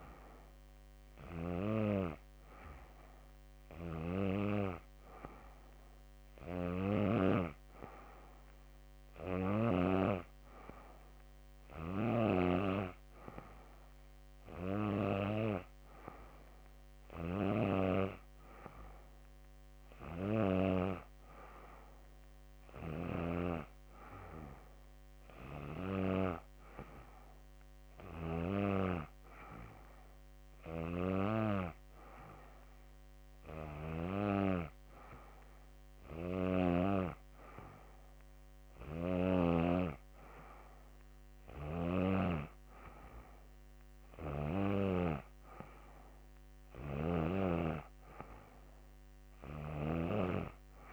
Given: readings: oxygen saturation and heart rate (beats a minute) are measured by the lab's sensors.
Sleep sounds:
breathing in sleep by a microphone on the trachea; none
none scored
From the record:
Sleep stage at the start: N3 (deep sleep); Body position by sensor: on the back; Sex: female

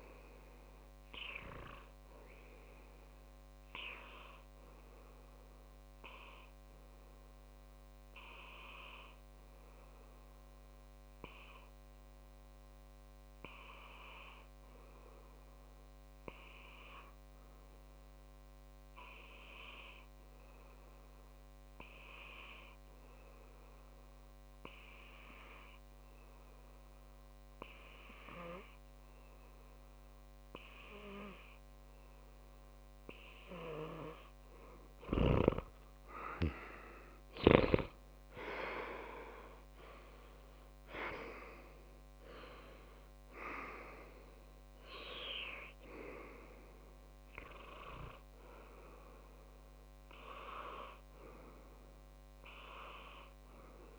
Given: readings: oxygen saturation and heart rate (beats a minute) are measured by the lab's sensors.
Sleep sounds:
breathing in sleep by a microphone on the trachea; 1
4.50-33.00 s: obstructive apnea (oxygen 98% before, 96% lowest)
22.00-24.00 s: long interval between heartbeats (device-marked)
35.00-38.00 s: arousal
48.00-50.00 s: long interval between heartbeats (device-marked)
52.50-53.99 s: long interval between heartbeats (device-marked)
From the record:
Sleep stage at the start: N2 (light sleep); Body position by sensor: on the back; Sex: male

